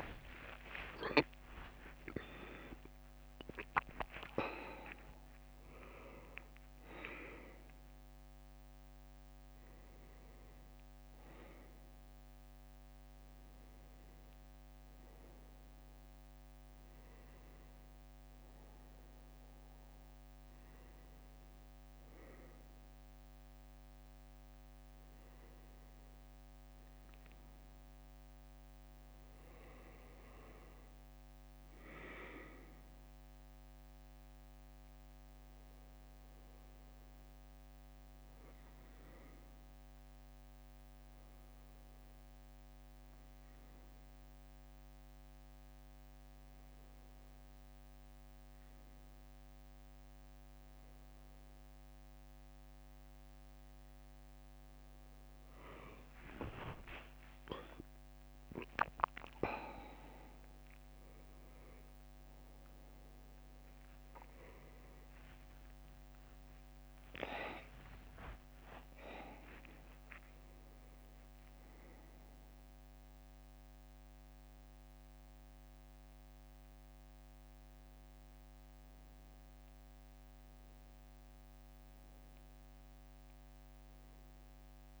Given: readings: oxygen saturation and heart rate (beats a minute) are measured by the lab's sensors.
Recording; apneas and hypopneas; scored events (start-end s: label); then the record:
a person partly awake in a sleep study, by a microphone on the trachea; none
0.00-4.00 s: leg movement (device-marked)
56.00-64.00 s: leg movement (device-marked)
57.50-85.00 s: new sleep stage, awake
64.00-69.50 s: leg movement (device-marked)
From the record:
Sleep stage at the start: N1 (lightest sleep); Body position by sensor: on the back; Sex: male